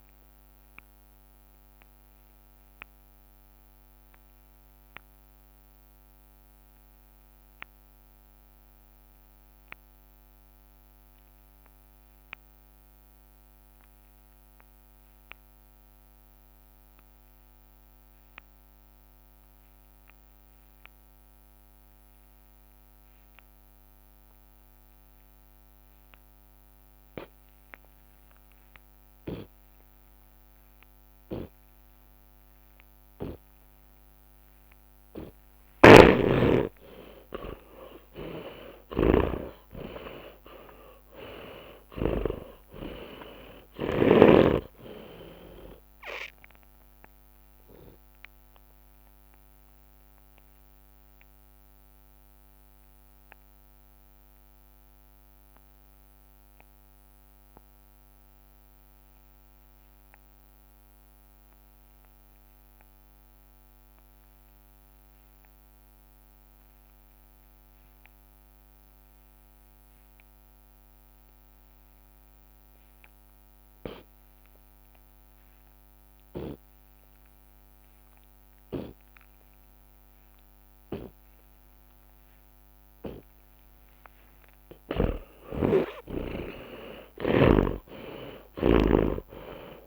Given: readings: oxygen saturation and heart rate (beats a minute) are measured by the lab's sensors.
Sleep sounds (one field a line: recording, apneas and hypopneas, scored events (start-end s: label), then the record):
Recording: breathing in sleep by a microphone on the trachea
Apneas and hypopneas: 2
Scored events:
4.00-28.00 s: obstructive apnea (oxygen 99% before, 81% lowest, heart rate 71 before, 57 extreme, up 13 after)
11.00-21.00 s: oxygen desaturation (device-marked, oxygen 97% before, 82% lowest, heart rate 69 before, 57 extreme)
29.00-31.00 s: long interval between heartbeats (device-marked, heart rate 58 before, 65 extreme)
31.50-36.00 s: arousal
35.50-42.50 s: snoring (device-marked)
37.00 s: drop in pulse transit time (device-marked)
37.50-39.50 s: long interval between heartbeats (device-marked, heart rate 62 before, 71 extreme)
39.00-41.00 s: tachycardia (device-marked, heart rate 42 before, 83 extreme)
39.00-53.00 s: drop in pulse transit time (device-marked, heart rate 63 before, 64 extreme)
42.50-44.50 s: long interval between heartbeats (device-marked, heart rate 67 before, 104 extreme)
50.50-74.50 s: obstructive apnea (oxygen 96% before, 80% lowest, heart rate 81 before, 57 extreme, up 11 after)
62.00-78.00 s: oxygen desaturation (device-marked, oxygen 95% before, 81% lowest, heart rate 75 before, 57 extreme)
75.50-77.50 s: long interval between heartbeats (device-marked, heart rate 59 before, 64 extreme)
81.00-89.87 s: drop in pulse transit time (device-marked)
84.00-89.87 s: tachycardia (device-marked, heart rate 46 before, 131 extreme)
84.50-89.87 s: arousal
85.00-87.00 s: long interval between heartbeats (device-marked, heart rate 62 before, 79 extreme)
87.00-89.87 s: snoring (device-marked)
From the record:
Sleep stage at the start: N2 (light sleep)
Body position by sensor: on the left side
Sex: male